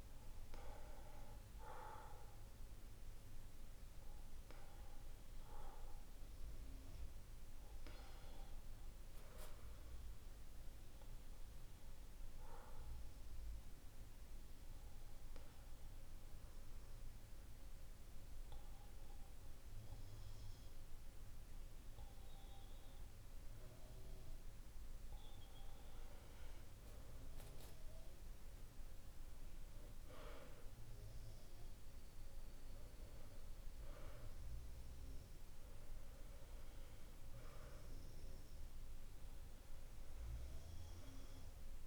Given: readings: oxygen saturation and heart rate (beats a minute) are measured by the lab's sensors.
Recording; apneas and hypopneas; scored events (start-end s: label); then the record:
breathing in sleep by a room microphone; 1
10.00-25.00 s: hypopnea (oxygen 95% before, 94% lowest, heart rate 51 before, 48 extreme, up 5 after)
27.50-31.00 s: arousal
From the record:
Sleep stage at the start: N2 (light sleep); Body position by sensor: on the back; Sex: male